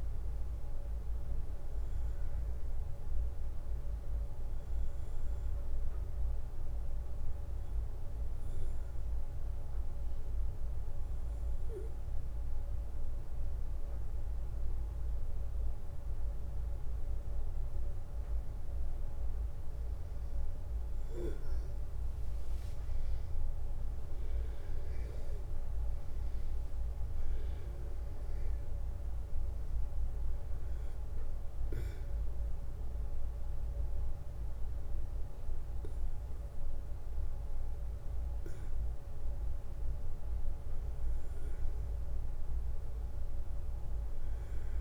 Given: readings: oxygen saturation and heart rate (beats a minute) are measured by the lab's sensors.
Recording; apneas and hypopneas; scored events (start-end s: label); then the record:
breathing in sleep, hard to hear, by a room microphone; 1
6.50-17.50 s: obstructive apnea (oxygen 96% before, 92% lowest, heart rate 67 before, 61 extreme, up 3 after)
19.50-24.00 s: arousal
From the record:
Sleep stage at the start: N1 (lightest sleep); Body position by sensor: on the back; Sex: male